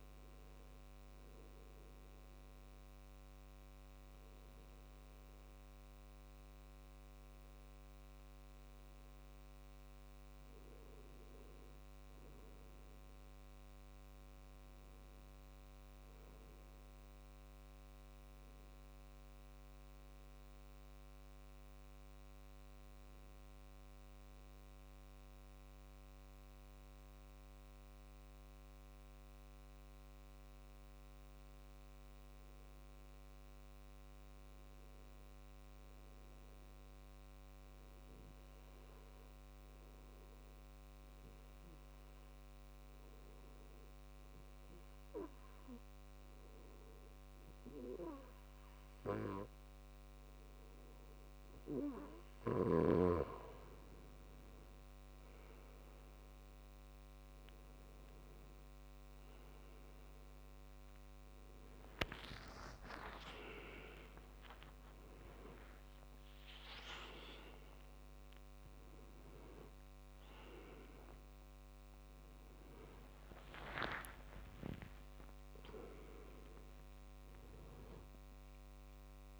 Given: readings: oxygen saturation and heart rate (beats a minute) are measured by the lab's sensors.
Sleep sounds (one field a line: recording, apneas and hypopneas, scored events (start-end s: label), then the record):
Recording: a person partly awake in a sleep study, by a microphone on the trachea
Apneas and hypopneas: 2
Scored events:
0.50-10.50 s: obstructive apnea (oxygen 98% before, 92% lowest, heart rate 66 before, 64 extreme, up 6 after)
14.00-17.50 s: arousal
24.50-50.50 s: obstructive apnea (oxygen 97% before, 91% lowest, heart rate 67 before, 64 extreme, up 4 after)
45.50-71.50 s: oxygen desaturation (device-marked, oxygen 97% before, 92% lowest, heart rate 67 before, 71 extreme)
57.50-79.40 s: new sleep stage, awake
From the record:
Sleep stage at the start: N2 (light sleep)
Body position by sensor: on the back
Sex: male